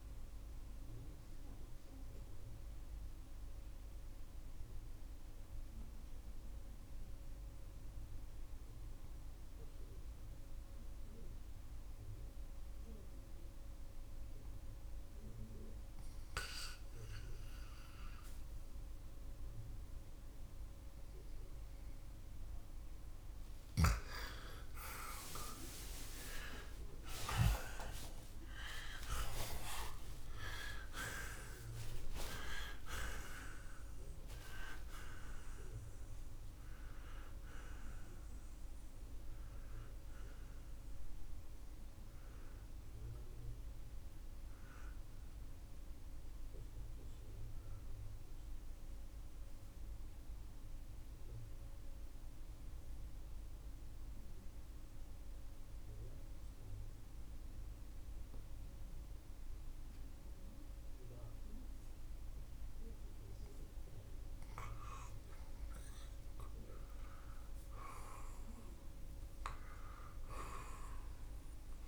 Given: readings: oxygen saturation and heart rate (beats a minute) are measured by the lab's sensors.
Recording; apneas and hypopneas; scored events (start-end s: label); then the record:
breathing in sleep by a room microphone; 2
3.50-15.50 s: mixed apnea (oxygen 90% before, 80% lowest, heart rate 105 before, 68 extreme, up 19 after)
4.00-27.00 s: oxygen desaturation (device-marked, oxygen 90% before, 80% lowest)
23.50-27.50 s: snoring (device-marked)
26.50-32.00 s: arousal
49.00-64.00 s: mixed apnea (oxygen 93% before, 82% lowest, heart rate 106 before, 74 extreme, up 14 after)
56.00-71.88 s: oxygen desaturation (device-marked, oxygen 93% before, 82% lowest, heart rate 67 before, 74 extreme)
From the record:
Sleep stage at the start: N2 (light sleep); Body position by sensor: on the left side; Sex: male